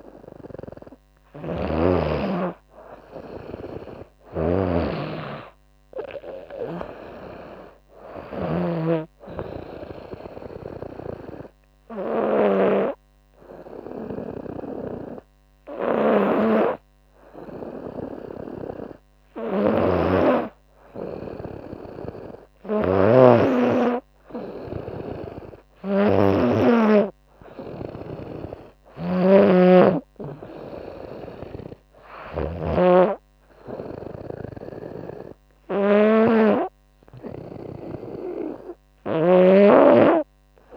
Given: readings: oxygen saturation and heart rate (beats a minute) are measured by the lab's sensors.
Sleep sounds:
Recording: breathing in sleep by a microphone on the trachea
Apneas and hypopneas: 1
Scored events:
0.00-1.00 s: snoring (device-marked)
3.00-7.50 s: snoring (device-marked)
10.50-21.00 s: hypopnea (oxygen 98% before, 96% lowest, heart rate 79 before, 74 extreme, up 5 after)
18.50-38.50 s: snoring (device-marked)
23.50-27.50 s: arousal
From the record:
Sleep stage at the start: N2 (light sleep)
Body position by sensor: on the right side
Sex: female

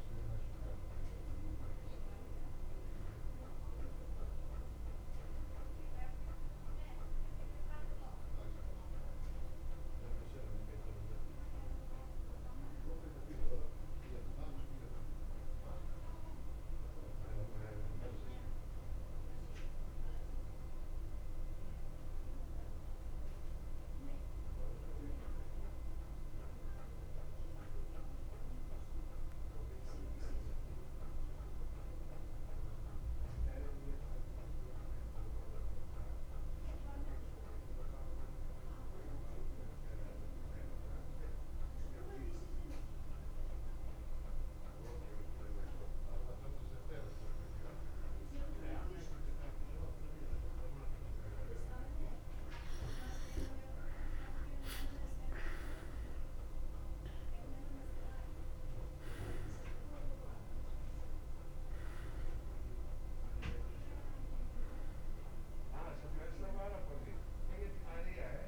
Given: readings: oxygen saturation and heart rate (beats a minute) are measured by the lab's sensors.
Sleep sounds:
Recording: breathing in sleep by a room microphone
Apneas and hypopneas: 1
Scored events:
9.00-12.50 s: arousal
14.50-46.50 s: central apnea (oxygen 95% before, 90% lowest, heart rate 57 before, 54 extreme, up 2 after)
15.00-37.00 s: oxygen desaturation (device-marked, oxygen 93% before, 90% lowest, heart rate 58 before, 54 extreme)
49.50-54.50 s: arousal
57.00-68.48 s: oxygen desaturation (device-marked, oxygen 97% before, 91% lowest, heart rate 55 before, 53 extreme)
From the record:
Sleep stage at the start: N1 (lightest sleep)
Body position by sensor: on the back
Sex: male

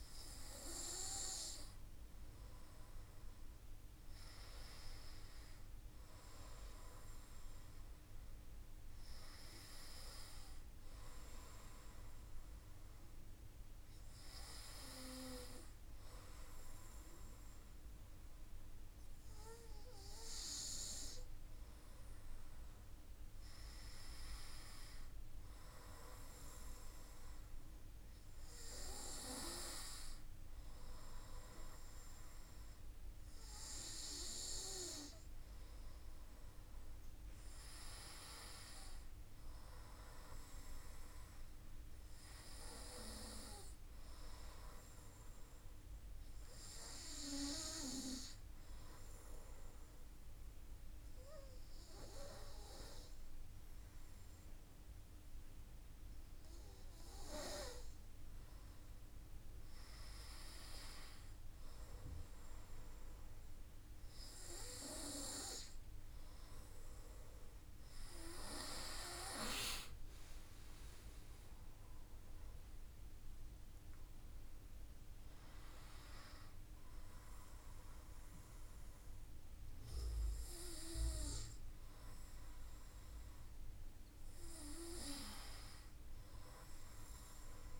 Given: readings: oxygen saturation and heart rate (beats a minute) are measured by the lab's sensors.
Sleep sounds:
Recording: breathing in sleep by a room microphone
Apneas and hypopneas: 1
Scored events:
40.50-44.50 s: arousal
47.50-58.00 s: obstructive apnea (oxygen 98% before, 96% lowest, heart rate 56 before, 52 extreme, up 4 after)
61.50-65.00 s: arousal
From the record:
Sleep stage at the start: N2 (light sleep)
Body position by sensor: on the back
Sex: male

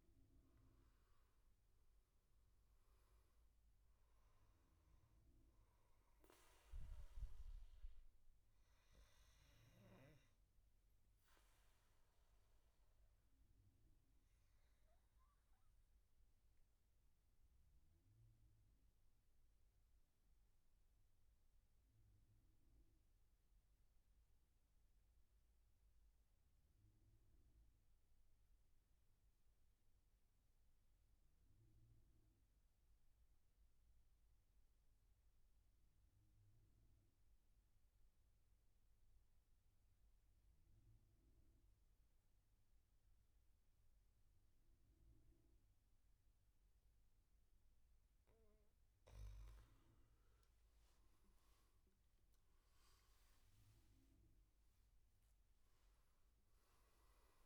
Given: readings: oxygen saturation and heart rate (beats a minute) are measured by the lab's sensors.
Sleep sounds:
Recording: breathing in sleep, hard to hear, by a room microphone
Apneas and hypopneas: 1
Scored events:
0.00-2.00 s: arousal
0.00-19.50 s: oxygen desaturation (device-marked, oxygen 93% lowest, heart rate 63 extreme)
10.50-46.50 s: obstructive apnea (oxygen 98% before, 90% lowest, heart rate 71 before, 58 extreme, up 13 after)
38.50-57.46 s: oxygen desaturation (device-marked, oxygen 99% before, 90% lowest, heart rate 66 before, 58 extreme)
50.00-54.00 s: arousal
From the record:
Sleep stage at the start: N2 (light sleep)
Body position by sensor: on the back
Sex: male

